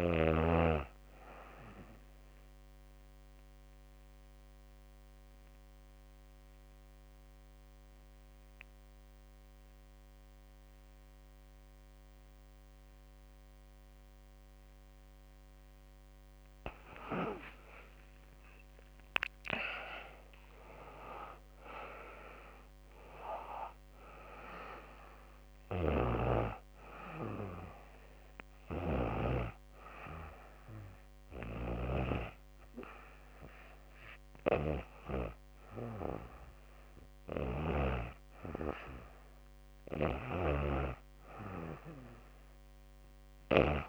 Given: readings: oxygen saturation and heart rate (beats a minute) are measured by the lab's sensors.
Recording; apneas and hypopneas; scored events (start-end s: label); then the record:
breathing in sleep by a microphone on the trachea; 1
1.00-14.00 s: obstructive apnea (oxygen 97% before, 85% lowest, heart rate 80 before, 70 extreme, up 10 after)
14.00-36.00 s: oxygen desaturation (device-marked, oxygen 96% before, 85% lowest, heart rate 74 before, 64 extreme)
15.50-20.00 s: arousal
From the record:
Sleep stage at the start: REM sleep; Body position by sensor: on the back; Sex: female